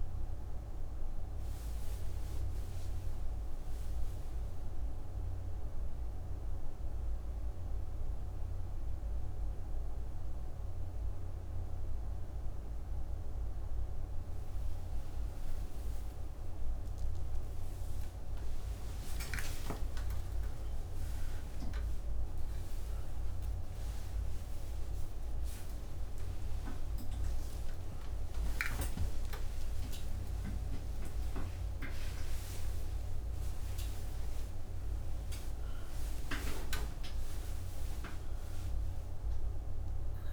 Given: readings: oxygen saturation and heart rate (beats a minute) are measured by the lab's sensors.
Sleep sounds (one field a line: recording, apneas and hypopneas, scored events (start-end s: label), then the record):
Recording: a person awake in a sleep study, by a room microphone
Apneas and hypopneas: none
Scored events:
none scored
From the record:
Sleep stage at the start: awake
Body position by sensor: on the right side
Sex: female